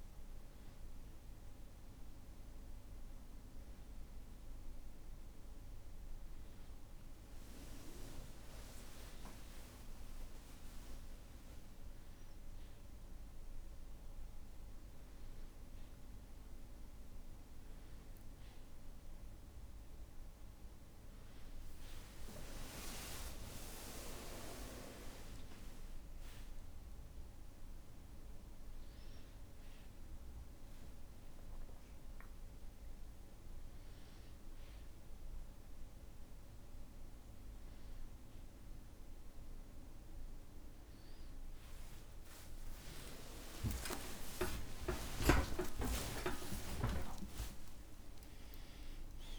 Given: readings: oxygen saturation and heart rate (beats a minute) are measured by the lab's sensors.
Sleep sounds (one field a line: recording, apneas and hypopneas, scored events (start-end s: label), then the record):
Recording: breathing in sleep by a room microphone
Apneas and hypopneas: none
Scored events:
41.50-49.39 s: new sleep stage, awake
42.50-48.50 s: tachycardia (device-marked, heart rate 69 before, 116 extreme)
45.00-47.00 s: long interval between heartbeats (device-marked, heart rate 65 before, 97 extreme)
47.00-49.00 s: long interval between heartbeats (device-marked, heart rate 69 before, 116 extreme)
From the record:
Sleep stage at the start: N1 (lightest sleep)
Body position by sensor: on the back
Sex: male